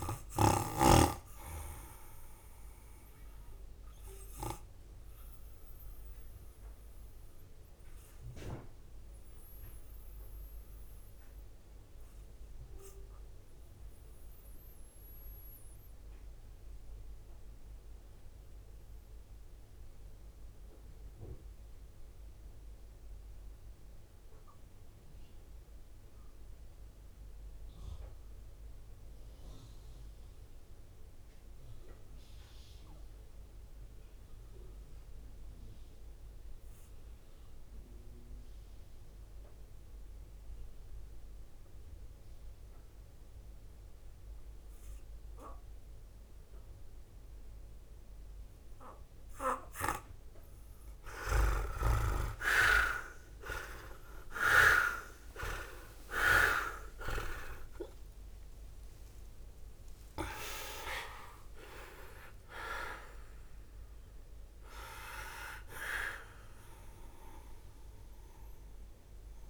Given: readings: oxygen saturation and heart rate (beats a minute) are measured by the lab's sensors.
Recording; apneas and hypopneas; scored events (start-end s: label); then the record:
breathing in sleep by a room microphone; 1
0.00-9.00 s: drop in pulse transit time (device-marked, heart rate 52 extreme)
5.50-49.50 s: obstructive apnea (oxygen 100% before, 81% lowest, heart rate 57 before, 52 extreme, up 25 after)
19.00-69.50 s: oxygen desaturation (device-marked, oxygen 99% before, 81% lowest, heart rate 54 before, 52 extreme)
51.50-57.00 s: arousal
55.00-69.50 s: drop in pulse transit time (device-marked, heart rate 57 before, 66 extreme)
From the record:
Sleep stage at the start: N2 (light sleep); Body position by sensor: on the right side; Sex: male